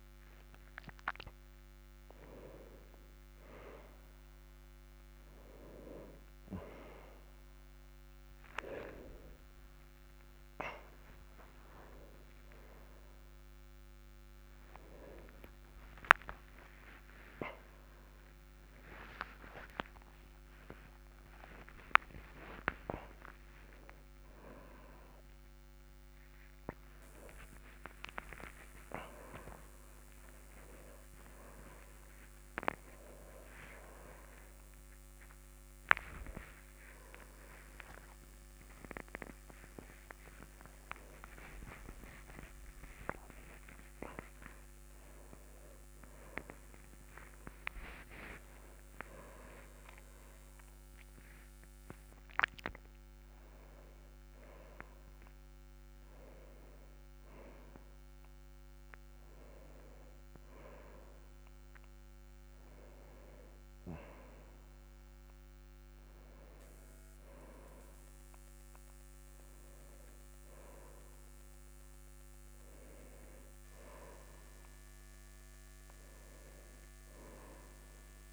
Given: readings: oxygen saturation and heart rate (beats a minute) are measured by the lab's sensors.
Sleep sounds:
a person awake in a sleep study, by a microphone on the trachea; none
15.50-39.50 s: oxygen desaturation (device-marked, oxygen 97% before, 92% lowest, heart rate 56 before, 55 extreme)
From the record:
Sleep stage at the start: awake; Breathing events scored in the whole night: 175 in 2.9 hours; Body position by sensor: on the back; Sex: male

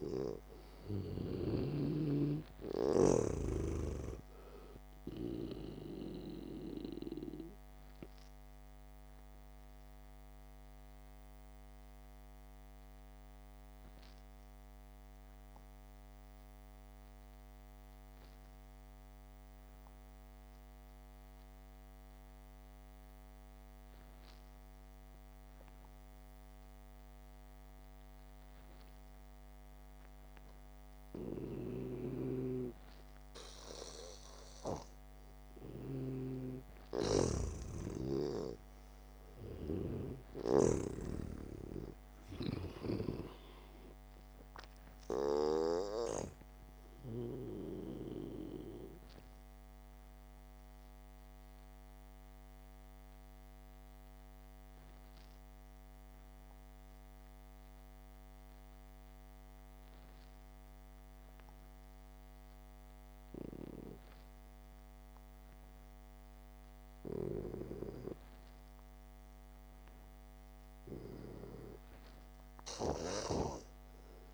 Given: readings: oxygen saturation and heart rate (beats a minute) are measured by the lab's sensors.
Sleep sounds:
breathing in sleep by a microphone on the trachea; 2
3.00-27.00 s: oxygen desaturation (device-marked, oxygen 96% before, 88% lowest, heart rate 60 before, 52 extreme)
8.50-32.50 s: obstructive apnea (oxygen 96% before, 88% lowest, heart rate 57 before, 52 extreme, up 0 after)
37.50-41.50 s: snoring (device-marked)
37.50-42.00 s: arousal
39.00-69.00 s: oxygen desaturation (device-marked, oxygen 98% before, 88% lowest, heart rate 66 before, 50 extreme)
50.50-69.00 s: mixed apnea (oxygen 98% before, 88% lowest, heart rate 60 before, 50 extreme)
From the record:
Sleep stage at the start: N2 (light sleep); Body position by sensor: on the back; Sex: male

